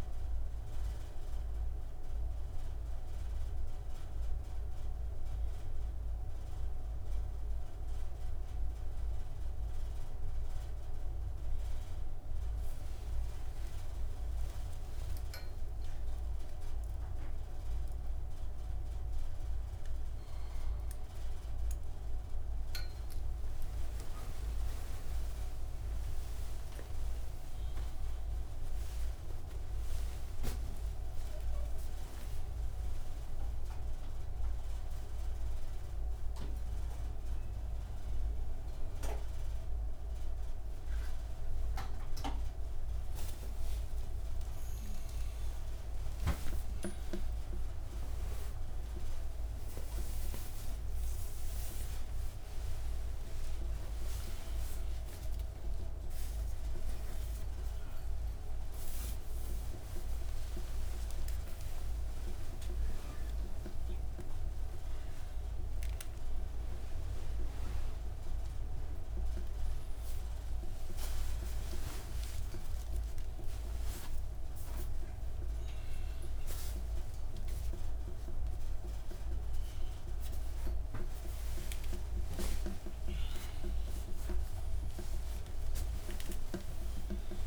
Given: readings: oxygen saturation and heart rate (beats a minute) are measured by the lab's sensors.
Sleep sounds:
a person awake in a sleep study, by a room microphone; none
1.00-87.47 s: new sleep stage, awake
From the record:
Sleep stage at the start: N1 (lightest sleep); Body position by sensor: on the front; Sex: male

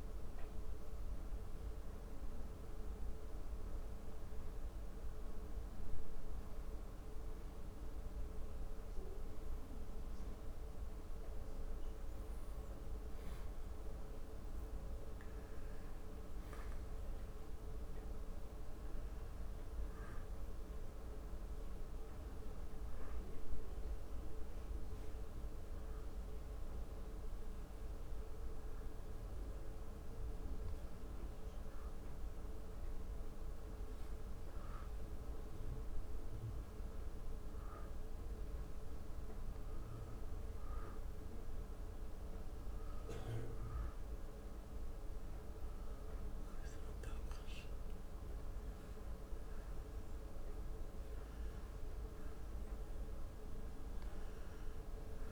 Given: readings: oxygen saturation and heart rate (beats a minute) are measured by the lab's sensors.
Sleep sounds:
breathing in sleep, hard to hear, by a room microphone; none
none scored
From the record:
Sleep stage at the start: N2 (light sleep); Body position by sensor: on the back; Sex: male

